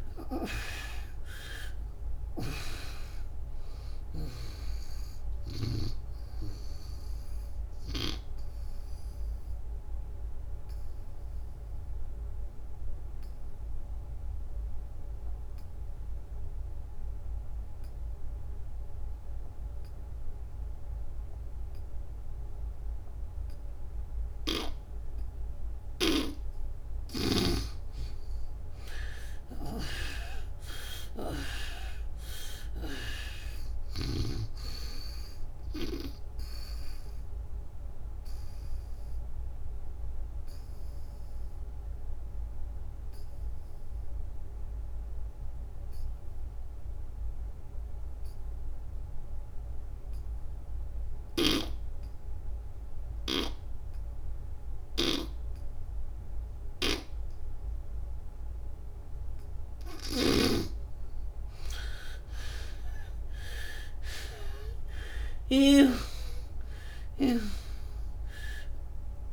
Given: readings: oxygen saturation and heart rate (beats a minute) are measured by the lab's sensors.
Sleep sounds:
breathing in sleep by a room microphone; 2
0.00-1.00 s: arousal
0.00-20.00 s: oxygen desaturation (device-marked, oxygen 77% lowest, heart rate 66 extreme)
8.00-24.50 s: obstructive apnea (oxygen 97% before, 73% lowest, heart rate 77 before, 65 extreme, up 15 after)
29.00-34.00 s: snoring (device-marked)
29.50-34.00 s: arousal
36.00-46.00 s: oxygen desaturation (device-marked, oxygen 95% before, 76% lowest, heart rate 78 before, 65 extreme)
37.50-58.00 s: obstructive apnea (oxygen 98% before, 73% lowest, heart rate 80 before, 65 extreme, up 34 after)
58.00-69.33 s: oxygen desaturation (device-marked, oxygen 97% before, 73% lowest, heart rate 71 before, 66 extreme)
67.00-69.33 s: arousal
From the record:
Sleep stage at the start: N2 (light sleep); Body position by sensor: on the back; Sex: female

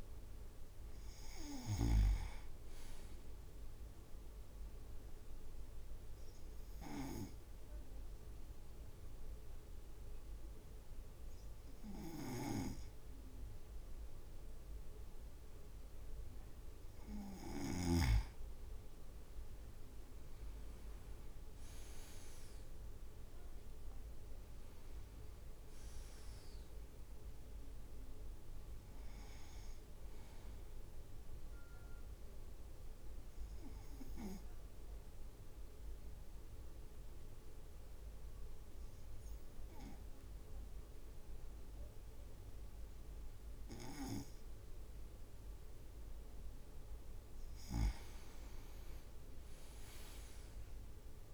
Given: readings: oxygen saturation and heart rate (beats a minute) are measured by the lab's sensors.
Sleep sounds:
breathing in sleep by a room microphone; 2
0.00-6.50 s: drop in pulse transit time (device-marked, heart rate 53 extreme)
4.50-18.00 s: obstructive apnea (oxygen 98% before, 96% lowest, heart rate 59 before, 53 extreme, up 8 after)
19.00-22.50 s: leg movement (device-marked)
21.00-27.00 s: arousal
22.50-33.50 s: drop in pulse transit time (device-marked, heart rate 56 before, 54 extreme)
33.00-46.50 s: obstructive apnea (oxygen 99% before, 96% lowest, heart rate 57 before, 53 extreme, up 14 after)
48.50-51.00 s: leg movement (device-marked)
48.50-51.34 s: drop in pulse transit time (device-marked, heart rate 56 before, 53 extreme)
49.50-51.34 s: arousal
From the record:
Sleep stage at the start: N2 (light sleep); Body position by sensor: on the right side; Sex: male

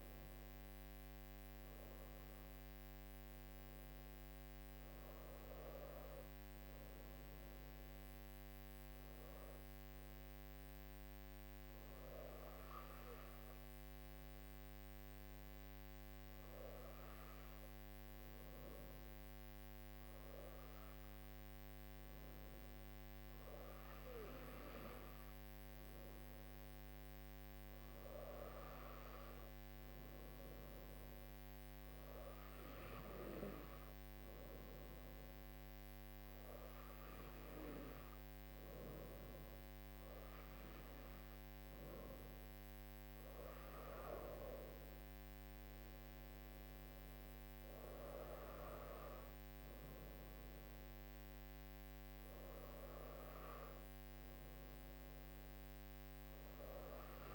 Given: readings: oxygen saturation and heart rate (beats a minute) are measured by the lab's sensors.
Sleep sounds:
breathing in sleep by a microphone on the trachea; none
none scored
From the record:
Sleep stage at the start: N2 (light sleep); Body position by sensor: on the right side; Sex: female

